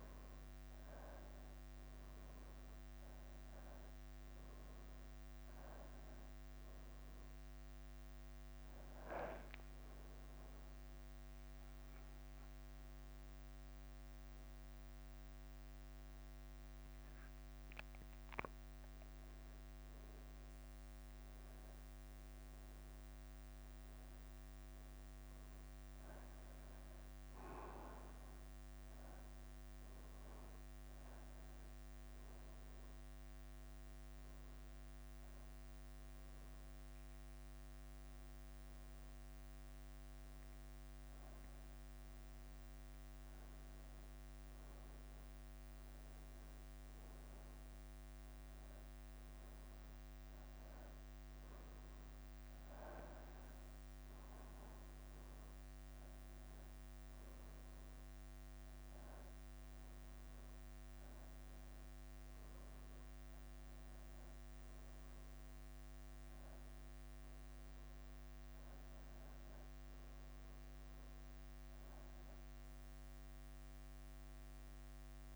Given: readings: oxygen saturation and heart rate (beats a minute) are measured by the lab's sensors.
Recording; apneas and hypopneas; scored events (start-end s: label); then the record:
a person partly awake in a sleep study, hard to hear, by a microphone on the trachea; 1
4.00-6.00 s: long interval between heartbeats (device-marked, heart rate 55 before, 65 extreme)
5.00-75.36 s: new sleep stage, N1 (lightest sleep)
6.00-12.00 s: bradycardia (device-marked, heart rate 56 before, 52 extreme)
17.00-19.00 s: long interval between heartbeats (device-marked, heart rate 60 before, 66 extreme)
20.00-27.00 s: bradycardia (device-marked, heart rate 56 before, 54 extreme)
32.50-44.50 s: hypopnea (oxygen 99% before, 96% lowest, heart rate 60 before, 51 extreme, up 6 after)
38.00-75.36 s: bradycardia (device-marked, heart rate 56 before, 51 extreme)
47.50-52.50 s: arousal
From the record:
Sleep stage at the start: awake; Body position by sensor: on the back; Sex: male